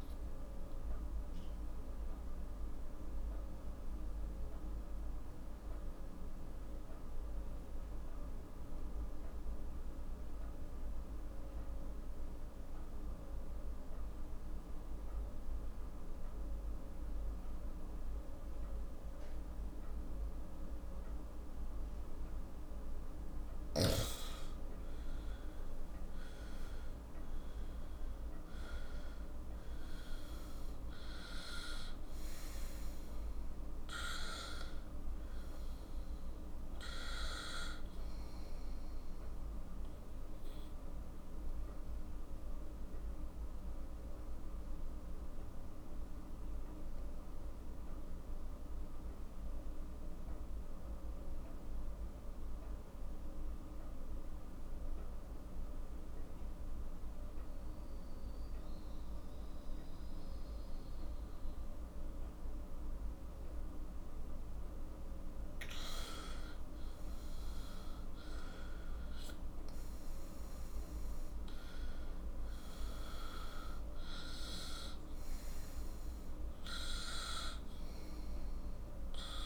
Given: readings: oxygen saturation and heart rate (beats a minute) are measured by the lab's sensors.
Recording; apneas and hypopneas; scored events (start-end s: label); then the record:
breathing in sleep by a room microphone; 2
0.00-12.50 s: oxygen desaturation (device-marked, oxygen 92% lowest, heart rate 43 extreme)
1.00-23.00 s: obstructive apnea (oxygen 98% before, 91% lowest, heart rate 52 before, 43 extreme, up 17 after)
24.50-29.00 s: arousal
26.50-52.50 s: oxygen desaturation (device-marked, oxygen 97% before, 92% lowest, heart rate 46 before, 44 extreme)
40.50-65.50 s: obstructive apnea (oxygen 97% before, 91% lowest, heart rate 55 before, 41 extreme, up 11 after)
64.50-79.46 s: oxygen desaturation (device-marked, oxygen 98% before, 91% lowest, heart rate 48 before, 41 extreme)
67.50-72.50 s: arousal
From the record:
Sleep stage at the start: N2 (light sleep); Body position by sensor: on the front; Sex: male